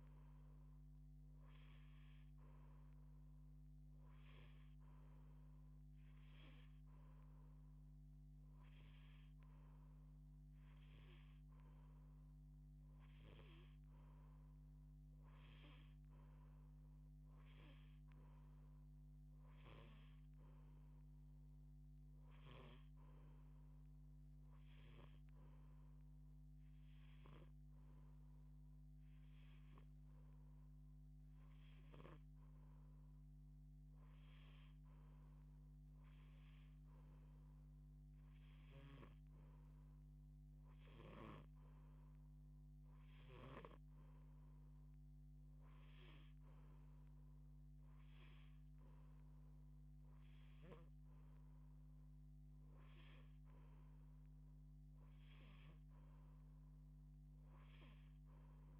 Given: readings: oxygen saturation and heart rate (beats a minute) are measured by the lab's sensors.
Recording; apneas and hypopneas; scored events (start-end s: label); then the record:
breathing in sleep by a microphone on the trachea; none
38.00-43.00 s: snoring (device-marked)
From the record:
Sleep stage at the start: N2 (light sleep); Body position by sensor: on the back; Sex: female